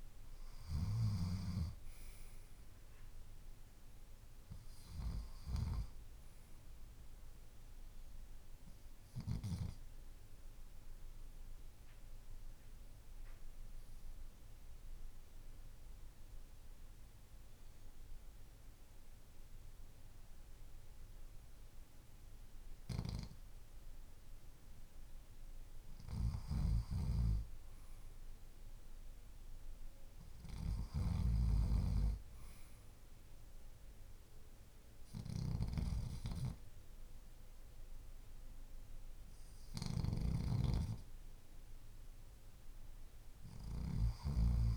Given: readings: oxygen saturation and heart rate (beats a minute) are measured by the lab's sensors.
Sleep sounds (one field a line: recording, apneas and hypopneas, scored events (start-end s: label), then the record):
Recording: breathing in sleep by a room microphone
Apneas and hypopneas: 1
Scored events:
0.00-15.50 s: oxygen desaturation (device-marked, oxygen 87% lowest, heart rate 50 extreme)
8.50-24.50 s: obstructive apnea (oxygen 95% before, 87% lowest, heart rate 56 before, 50 extreme, up 2 after)
26.50-30.50 s: arousal
From the record:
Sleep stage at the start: N2 (light sleep)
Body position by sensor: on the left side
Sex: male